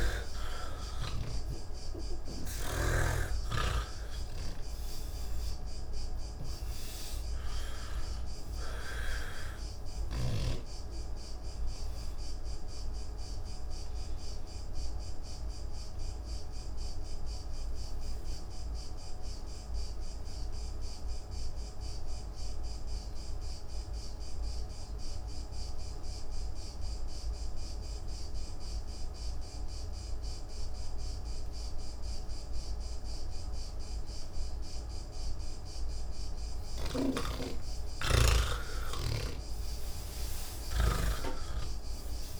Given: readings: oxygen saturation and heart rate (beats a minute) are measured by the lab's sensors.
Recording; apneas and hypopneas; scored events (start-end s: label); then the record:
breathing in sleep by a room microphone; 1
0.00-1.50 s: snoring (device-marked)
0.00-27.50 s: oxygen desaturation (device-marked, oxygen 78% lowest)
11.50-42.40 s: new sleep stage, N1 (lightest sleep)
12.00-35.50 s: obstructive apnea (oxygen 99% before, 78% lowest)
35.50-42.40 s: oxygen desaturation (device-marked, oxygen 100% before, 90% lowest, heart rate 104 before, 143 extreme)
From the record:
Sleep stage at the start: N3 (deep sleep); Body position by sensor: on the back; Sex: male